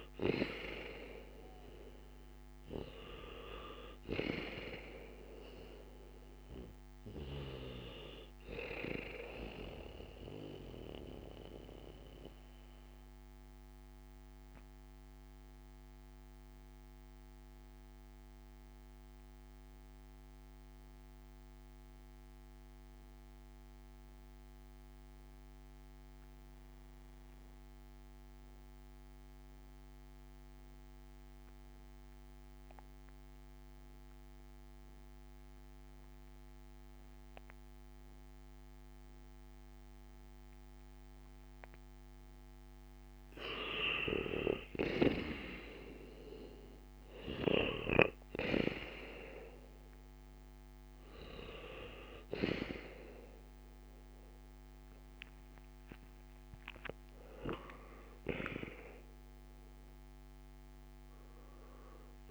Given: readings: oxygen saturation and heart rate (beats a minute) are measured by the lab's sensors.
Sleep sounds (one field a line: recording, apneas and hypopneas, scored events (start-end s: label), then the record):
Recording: breathing in sleep by a microphone on the trachea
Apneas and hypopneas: 1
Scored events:
0.00-1.00 s: arousal
1.00-25.00 s: oxygen desaturation (device-marked, oxygen 98% before, 90% lowest, heart rate 62 before, 55 extreme)
11.00-43.50 s: mixed apnea (oxygen 98% before, 86% lowest, heart rate 62 before, 55 extreme, up 4 after)
41.00-62.31 s: oxygen desaturation (device-marked, oxygen 97% before, 86% lowest, heart rate 59 before, 55 extreme)
44.50-50.50 s: arousal
From the record:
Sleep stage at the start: N2 (light sleep)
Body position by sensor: on the back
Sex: male